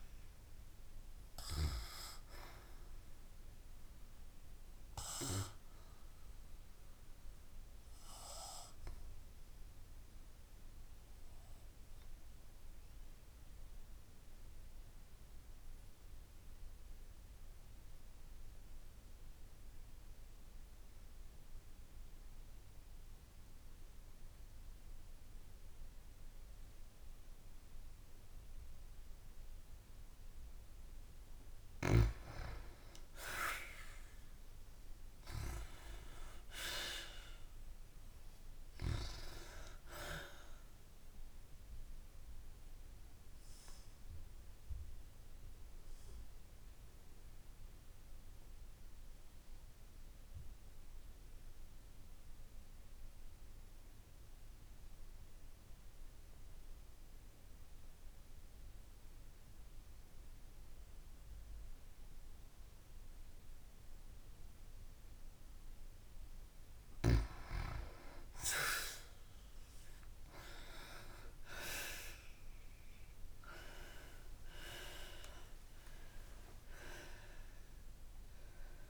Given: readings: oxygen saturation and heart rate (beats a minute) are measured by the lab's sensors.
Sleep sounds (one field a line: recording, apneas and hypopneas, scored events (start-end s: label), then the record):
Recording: breathing in sleep by a room microphone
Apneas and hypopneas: 2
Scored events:
0.00-2.00 s: oxygen desaturation (device-marked, oxygen 89% lowest)
7.50-31.00 s: obstructive apnea (oxygen 96% before, 88% lowest)
29.00-40.00 s: oxygen desaturation (device-marked, oxygen 96% before, 91% lowest)
33.00-37.50 s: arousal
42.50-65.50 s: obstructive apnea (oxygen 98% before, 88% lowest)
62.00-78.90 s: oxygen desaturation (device-marked, oxygen 96% before, 88% lowest, heart rate 39 before, 31 extreme)
68.00-72.50 s: arousal
From the record:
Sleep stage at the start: N2 (light sleep)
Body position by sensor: on the back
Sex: female